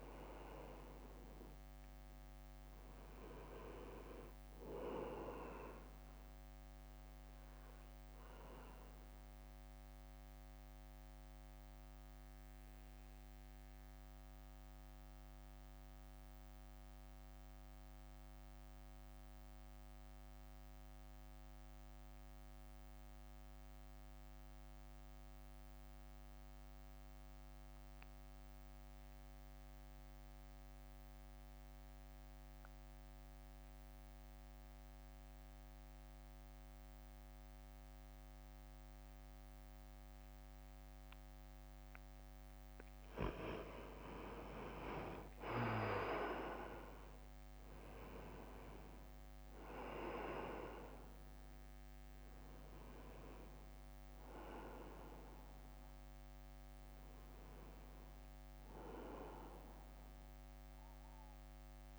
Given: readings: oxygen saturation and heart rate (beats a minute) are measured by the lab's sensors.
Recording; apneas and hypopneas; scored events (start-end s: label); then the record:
breathing in sleep by a microphone on the trachea; 1
0.00-1.50 s: arousal
0.00-7.00 s: oxygen desaturation (device-marked, oxygen 93% lowest, heart rate 52 extreme)
0.00-10.00 s: drop in pulse transit time (device-marked, heart rate 54 extreme)
8.50-42.50 s: mixed apnea (oxygen 99% before, 90% lowest, heart rate 59 before, 52 extreme, up 8 after)
45.00-58.00 s: oxygen desaturation (device-marked, oxygen 98% before, 92% lowest, heart rate 57 before, 54 extreme)
45.50-50.50 s: arousal
47.00-61.99 s: drop in pulse transit time (device-marked, heart rate 57 before, 54 extreme)
From the record:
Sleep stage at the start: N2 (light sleep); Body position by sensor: on the right side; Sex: male